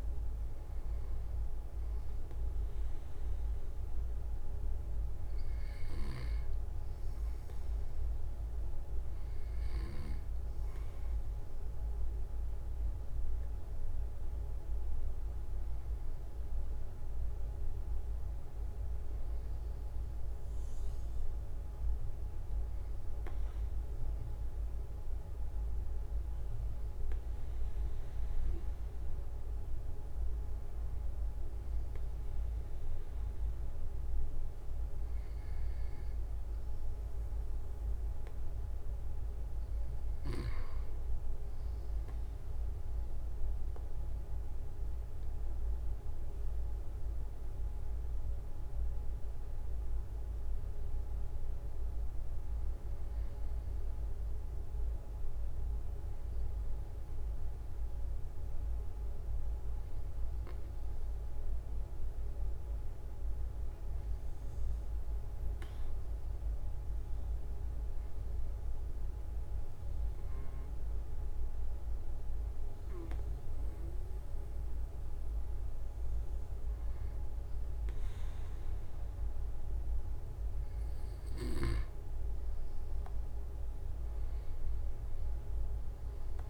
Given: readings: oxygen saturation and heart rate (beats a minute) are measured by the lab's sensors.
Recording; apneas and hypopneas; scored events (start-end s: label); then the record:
breathing in sleep, hard to hear, by a room microphone; none
38.00-40.00 s: long interval between heartbeats (device-marked)
45.50-51.00 s: arousal
47.50-49.50 s: long interval between heartbeats (device-marked)
83.00-85.00 s: long interval between heartbeats (device-marked)
From the record:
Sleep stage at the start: N2 (light sleep); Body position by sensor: on the right side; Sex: male